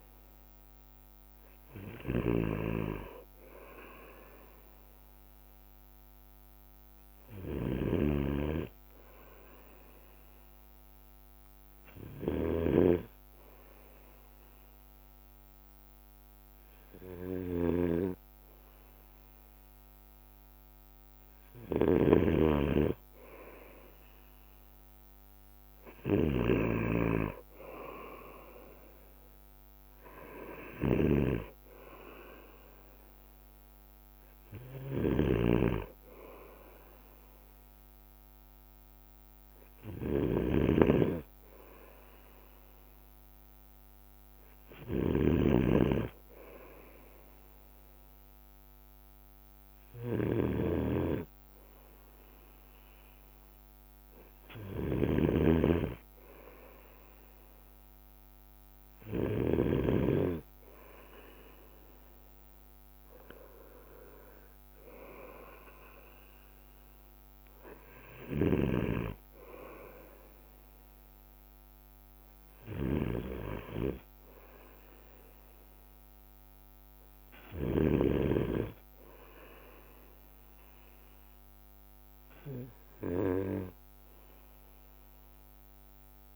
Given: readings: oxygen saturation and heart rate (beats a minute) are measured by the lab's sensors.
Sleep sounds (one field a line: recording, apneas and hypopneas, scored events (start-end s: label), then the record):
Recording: breathing in sleep by a microphone on the trachea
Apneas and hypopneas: 1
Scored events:
0.00-60.00 s: snoring (device-marked)
0.00-86.36 s: bradycardia (device-marked, heart rate 53 extreme)
11.50-22.50 s: hypopnea (oxygen 94% before, 92% lowest, heart rate 57 before, 53 extreme, up 4 after)
24.00-28.50 s: arousal
27.00-38.00 s: drop in pulse transit time (device-marked, heart rate 57 before, 54 extreme)
62.00-74.00 s: drop in pulse transit time (device-marked, heart rate 57 before, 55 extreme)
68.50-78.00 s: snoring (device-marked)
From the record:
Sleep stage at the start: N2 (light sleep)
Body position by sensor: on the right side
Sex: male